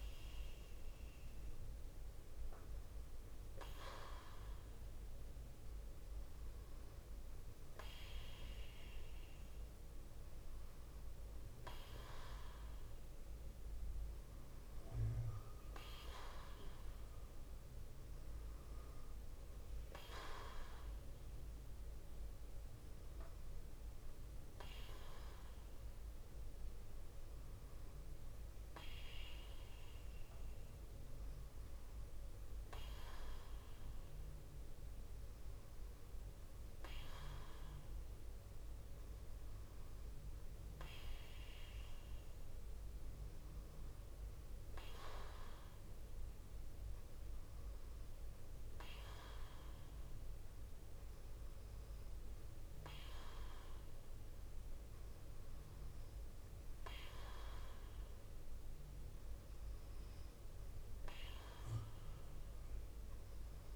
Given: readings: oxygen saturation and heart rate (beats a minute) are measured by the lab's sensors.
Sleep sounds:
breathing in sleep by a room microphone; none
none scored
From the record:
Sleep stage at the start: N2 (light sleep); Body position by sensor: on the left side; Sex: female

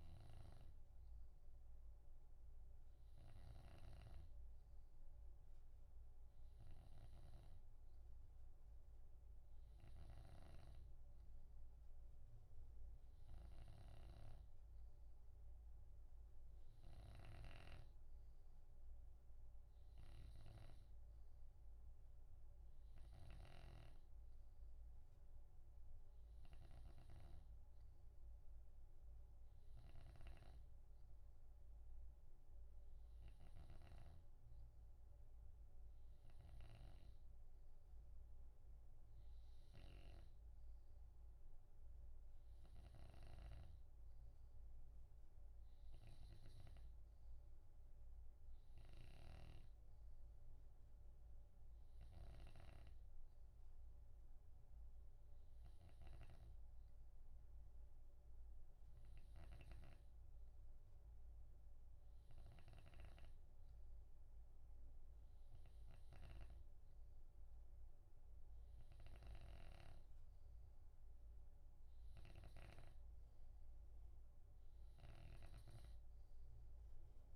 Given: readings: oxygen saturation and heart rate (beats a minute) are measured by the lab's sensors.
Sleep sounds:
breathing in sleep by a room microphone; none
0.00-21.00 s: snoring (device-marked)
23.00-47.00 s: snoring (device-marked)
49.00-73.00 s: snoring (device-marked)
75.00-77.35 s: snoring (device-marked)
From the record:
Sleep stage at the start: N2 (light sleep); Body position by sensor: on the left side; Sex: male

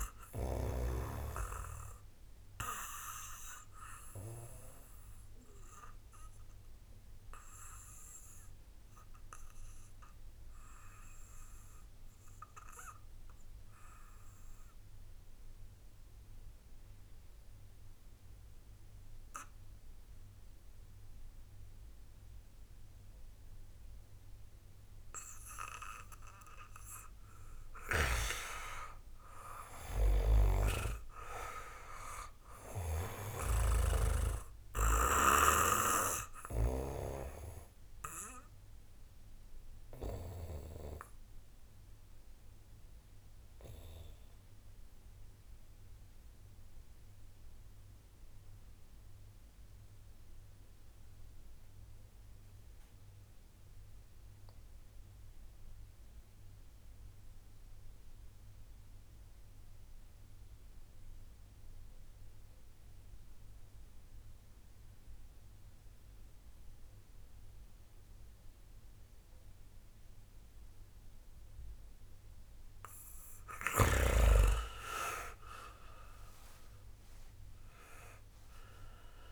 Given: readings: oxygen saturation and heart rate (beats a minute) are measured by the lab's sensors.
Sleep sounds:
breathing in sleep by a room microphone; 2
0.00-16.00 s: oxygen desaturation (device-marked, oxygen 87% lowest)
5.50-26.50 s: mixed apnea (oxygen 96% before, 87% lowest)
28.00-32.50 s: arousal
32.00-55.00 s: oxygen desaturation (device-marked, oxygen 97% before, 90% lowest)
33.00-36.50 s: snoring (device-marked)
40.50-70.50 s: obstructive apnea (oxygen 98% before, 90% lowest)
73.00-77.50 s: arousal
75.00-79.32 s: oxygen desaturation (device-marked, oxygen 96% before, 90% lowest)
78.00-79.32 s: new sleep stage, N2 (light sleep)
From the record:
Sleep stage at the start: REM sleep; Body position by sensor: on the back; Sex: male

